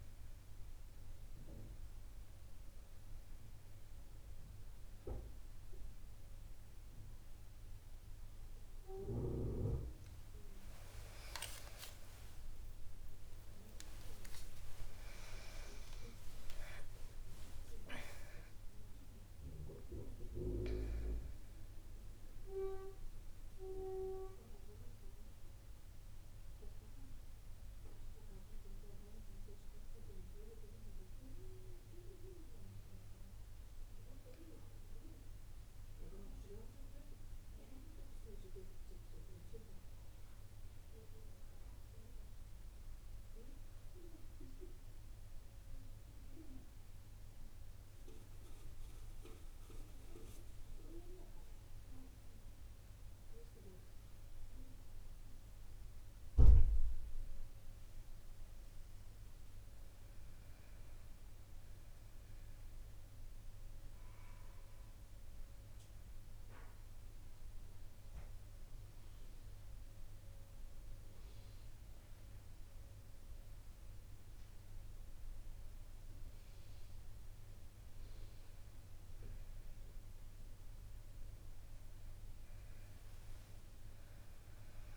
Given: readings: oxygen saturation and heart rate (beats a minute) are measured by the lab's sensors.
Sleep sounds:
breathing in sleep by a room microphone; 3
11.50-41.50 s: new sleep stage, N1 (lightest sleep)
12.00-17.00 s: arousal
20.50-35.00 s: central apnea (oxygen 96% before, 94% lowest, heart rate 76 before, 59 extreme, up 8 after)
37.50-41.00 s: arousal
41.50-84.97 s: new sleep stage, N2 (light sleep)
46.50-58.50 s: hypopnea (oxygen 100% before, 96% lowest, heart rate 66 before, 71 extreme, up 4 after)
61.50-64.00 s: arousal
66.50-77.50 s: hypopnea (oxygen 100% before, 95% lowest, heart rate 71 before, 70 extreme, up 3 after)
79.50-83.00 s: arousal
From the record:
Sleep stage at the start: N2 (light sleep); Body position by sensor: on the back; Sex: female

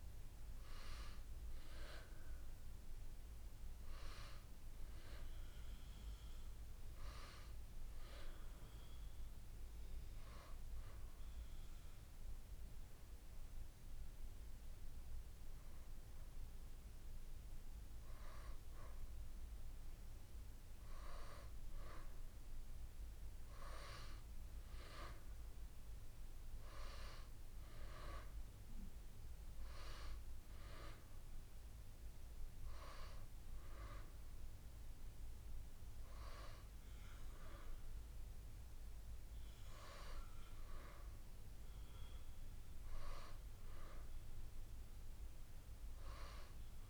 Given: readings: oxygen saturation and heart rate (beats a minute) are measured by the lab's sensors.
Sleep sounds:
breathing in sleep by a room microphone; 1
2.00-6.00 s: arousal
10.00-21.00 s: hypopnea (oxygen 93% before, 91% lowest, heart rate 76 before, 71 extreme, up 3 after)
23.00-27.00 s: arousal
42.00-46.90 s: new sleep stage, N1 (lightest sleep)
From the record:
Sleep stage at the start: N2 (light sleep); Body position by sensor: on the back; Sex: female

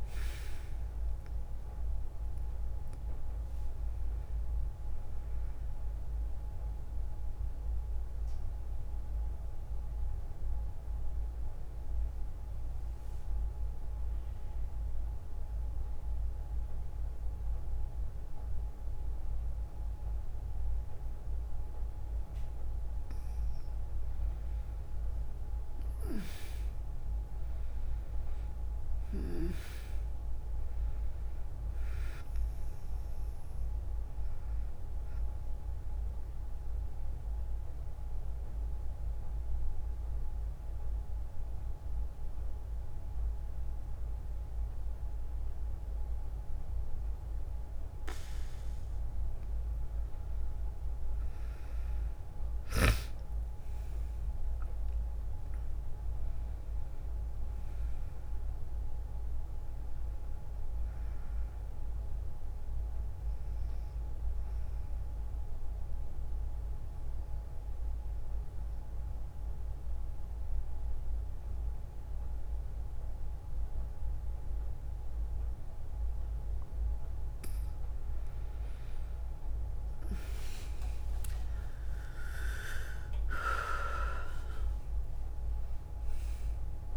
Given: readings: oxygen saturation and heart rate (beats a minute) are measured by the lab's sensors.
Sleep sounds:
breathing in sleep by a room microphone; 3
0.00-14.00 s: oxygen desaturation (device-marked, oxygen 97% before, 90% lowest, heart rate 61 before, 57 extreme)
11.00-23.50 s: obstructive apnea (oxygen 97% before, 91% lowest, heart rate 64 before, 54 extreme, up 4 after)
25.50-28.50 s: arousal
28.00-47.00 s: oxygen desaturation (device-marked, oxygen 98% before, 91% lowest, heart rate 60 before, 54 extreme)
36.50-49.00 s: central apnea (oxygen 98% before, 90% lowest, heart rate 61 before, 54 extreme, up 11 after)
51.00-54.50 s: arousal
65.00-77.50 s: mixed apnea (oxygen 98% before, 89% lowest, heart rate 61 before, 55 extreme, up 8 after)
80.00-84.50 s: arousal
80.00-86.97 s: oxygen desaturation (device-marked, oxygen 97% before, 90% lowest, heart rate 60 before, 55 extreme)
From the record:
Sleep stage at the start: N2 (light sleep); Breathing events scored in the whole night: 174 in 4.2 hours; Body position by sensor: on the back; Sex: female

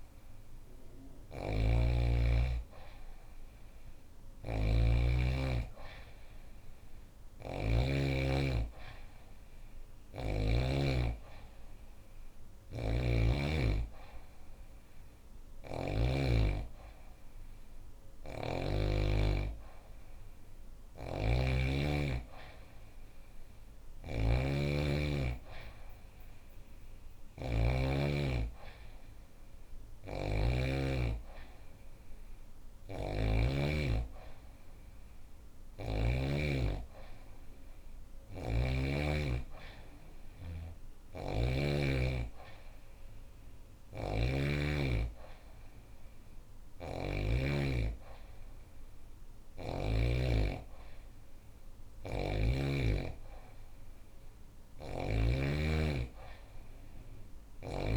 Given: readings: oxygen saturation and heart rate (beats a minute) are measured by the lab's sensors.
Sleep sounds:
breathing in sleep by a room microphone; none
0.50-10.00 s: snoring (device-marked)
14.50-18.00 s: snoring (device-marked)
20.00-30.00 s: snoring (device-marked)
32.00-35.50 s: snoring (device-marked)
40.00-46.50 s: snoring (device-marked)
48.50-52.00 s: snoring (device-marked)
54.00-57.50 s: snoring (device-marked)
From the record:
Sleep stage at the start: N2 (light sleep); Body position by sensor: on the back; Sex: female

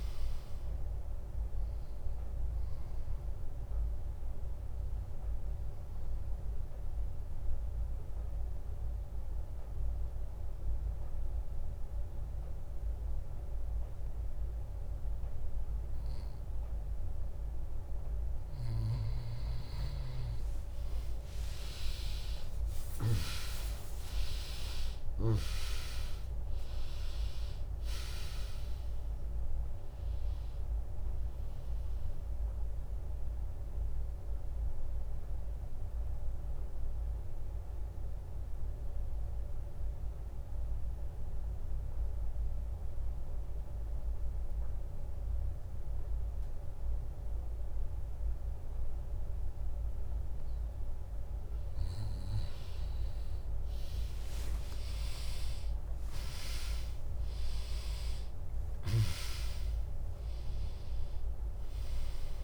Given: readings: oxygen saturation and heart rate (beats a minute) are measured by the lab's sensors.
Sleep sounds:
breathing in sleep by a room microphone; 2
3.00-18.00 s: mixed apnea (oxygen 100% before, 95% lowest, heart rate 68 before, 58 extreme)
5.00-16.00 s: drop in pulse transit time (device-marked, heart rate 66 before, 71 extreme)
17.00-21.00 s: bradycardia (device-marked, heart rate 77 before, 58 extreme)
20.50-26.50 s: arousal
27.00-45.00 s: drop in pulse transit time (device-marked, heart rate 71 before, 65 extreme)
28.00-44.00 s: oxygen desaturation (device-marked, oxygen 99% before, 95% lowest, heart rate 71 before, 59 extreme)
34.00-50.00 s: mixed apnea (oxygen 99% before, 95% lowest, heart rate 68 before, 59 extreme)
53.50-58.50 s: arousal
56.00-62.43 s: oxygen desaturation (device-marked, oxygen 100% before, 96% lowest, heart rate 73 before, 64 extreme)
60.00-62.43 s: drop in pulse transit time (device-marked, heart rate 69 before, 63 extreme)
From the record:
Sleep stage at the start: N2 (light sleep); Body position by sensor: on the back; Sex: female

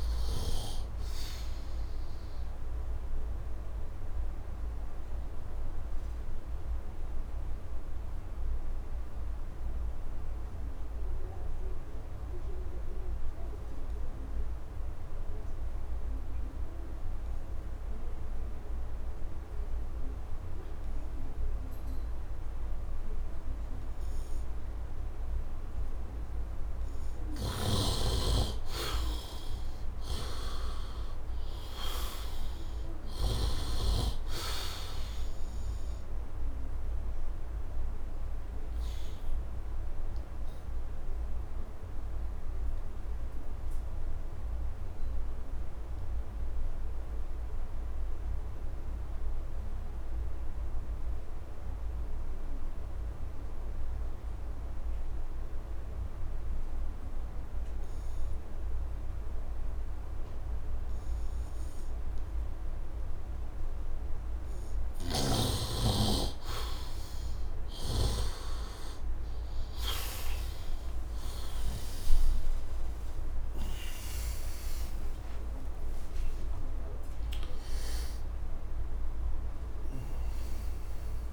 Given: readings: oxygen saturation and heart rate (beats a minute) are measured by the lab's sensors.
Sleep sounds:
breathing in sleep by a room microphone; 2
0.00-9.50 s: oxygen desaturation (device-marked, oxygen 78% lowest, heart rate 71 extreme)
2.50-26.00 s: obstructive apnea (oxygen 99% before, 75% lowest, heart rate 79 before, 69 extreme, up 8 after)
21.50-54.50 s: oxygen desaturation (device-marked, oxygen 99% before, 77% lowest, heart rate 77 before, 69 extreme)
27.50-32.00 s: arousal
27.50-33.50 s: snoring (device-marked)
38.00-64.50 s: obstructive apnea (oxygen 99% before, 74% lowest, heart rate 80 before, 70 extreme, up 7 after)
56.50-81.33 s: oxygen desaturation (device-marked, oxygen 100% before, 74% lowest, heart rate 73 before, 73 extreme)
73.50-79.00 s: arousal
From the record:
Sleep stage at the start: N2 (light sleep); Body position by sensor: on the right side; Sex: male

